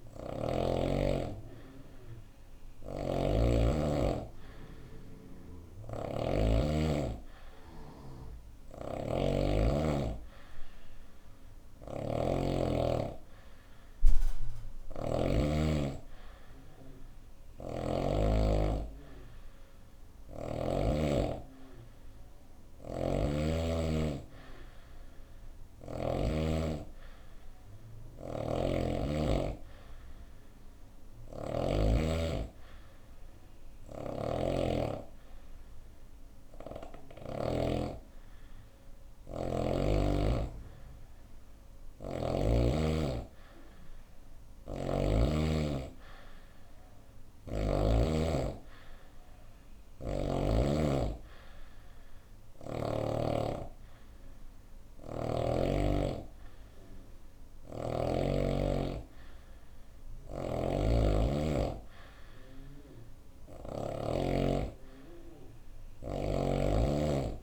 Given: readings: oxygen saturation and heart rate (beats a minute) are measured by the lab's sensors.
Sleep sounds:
breathing in sleep by a room microphone; none
2.00-17.50 s: snoring (device-marked)
22.00-25.50 s: snoring (device-marked)
27.50-31.00 s: snoring (device-marked)
33.00-37.00 s: snoring (device-marked)
49.00-52.50 s: snoring (device-marked)
59.50-63.50 s: snoring (device-marked)
From the record:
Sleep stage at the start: N2 (light sleep); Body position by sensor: on the right side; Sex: female

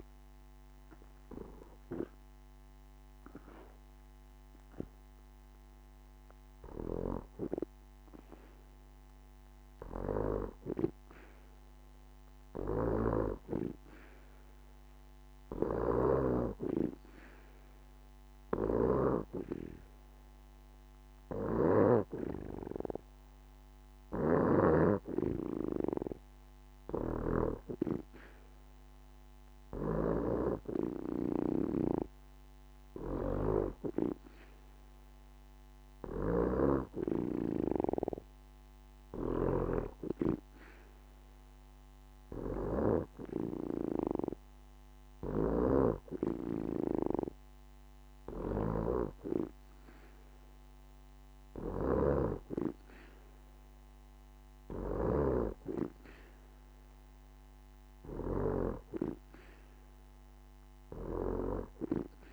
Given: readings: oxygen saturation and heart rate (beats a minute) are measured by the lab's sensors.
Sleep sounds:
breathing in sleep by a microphone on the trachea; none
0.00-15.50 s: oxygen desaturation (device-marked, oxygen 88% lowest, heart rate 69 extreme)
22.50-33.50 s: oxygen desaturation (device-marked, oxygen 94% before, 91% lowest, heart rate 73 before, 72 extreme)
From the record:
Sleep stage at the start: N2 (light sleep); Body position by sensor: on the back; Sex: female

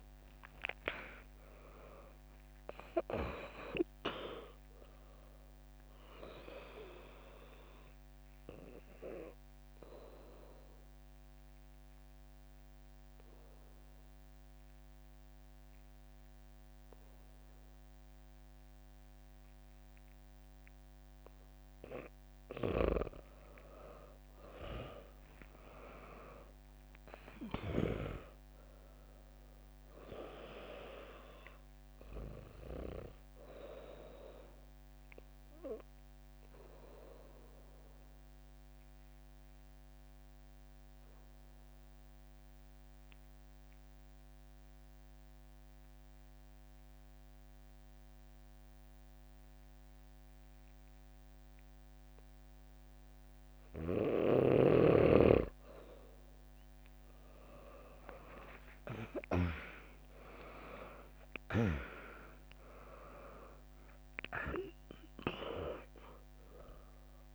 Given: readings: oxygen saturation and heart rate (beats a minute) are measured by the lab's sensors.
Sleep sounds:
breathing in sleep by a microphone on the trachea; 2
0.00-2.00 s: arousal
0.00-8.50 s: drop in pulse transit time (device-marked, heart rate 61 extreme)
7.00-22.00 s: obstructive apnea (oxygen 100% before, 96% lowest, heart rate 64 before, 63 extreme, up 0 after)
23.50-34.50 s: drop in pulse transit time (device-marked, heart rate 67 before, 63 extreme)
26.00-30.50 s: arousal
36.50-55.00 s: obstructive apnea (oxygen 99% before, 96% lowest, heart rate 65 before, 61 extreme, up 0 after)
58.00-63.50 s: arousal
58.50-67.35 s: drop in pulse transit time (device-marked, heart rate 65 before, 61 extreme)
From the record:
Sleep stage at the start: N2 (light sleep); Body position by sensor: on the back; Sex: female

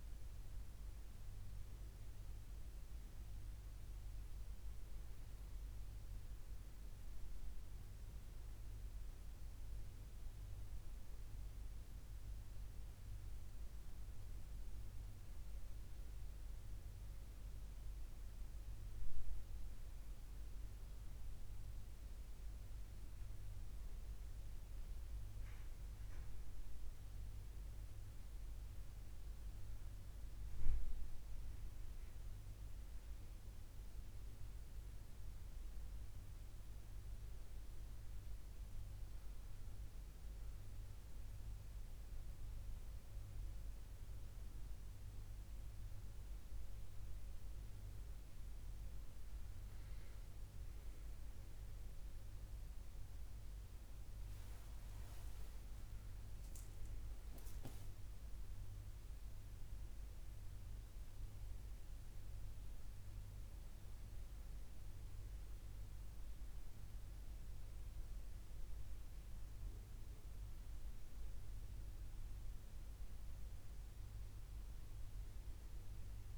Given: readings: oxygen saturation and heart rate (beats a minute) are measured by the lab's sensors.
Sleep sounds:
breathing in sleep, hard to hear, by a room microphone; none
none scored
From the record:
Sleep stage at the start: N2 (light sleep); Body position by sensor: on the left side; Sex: male

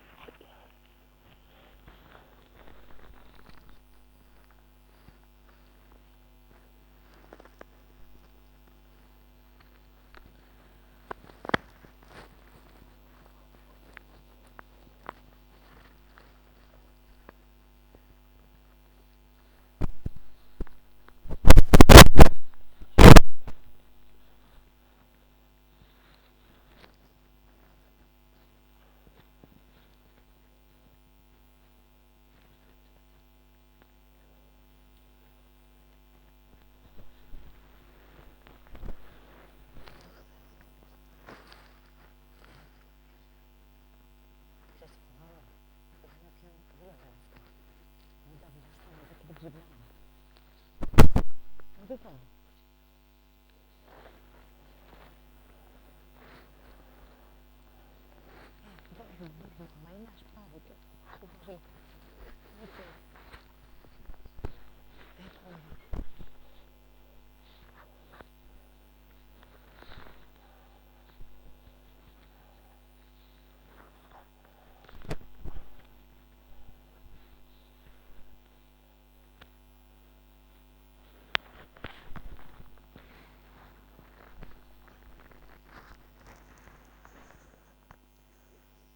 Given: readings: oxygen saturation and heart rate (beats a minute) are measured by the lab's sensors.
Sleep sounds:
a person awake in a sleep study, by a microphone on the trachea; none
23.50-46.50 s: oxygen desaturation (device-marked, oxygen 99% before, 94% lowest, heart rate 135 before, 108 extreme)
From the record:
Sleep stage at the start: awake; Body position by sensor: upright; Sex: female

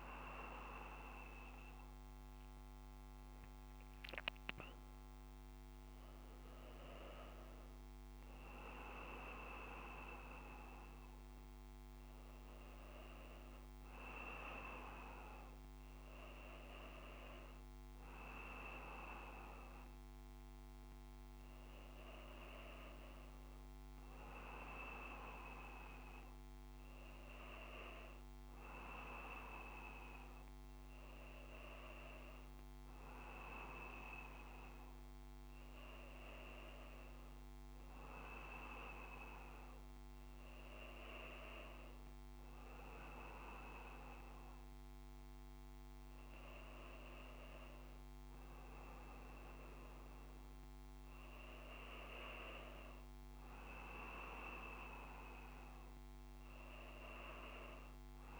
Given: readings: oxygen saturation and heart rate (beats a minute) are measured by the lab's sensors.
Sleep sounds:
breathing in sleep by a microphone on the trachea; none
none scored
From the record:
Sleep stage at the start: N1 (lightest sleep); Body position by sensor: on the back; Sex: male

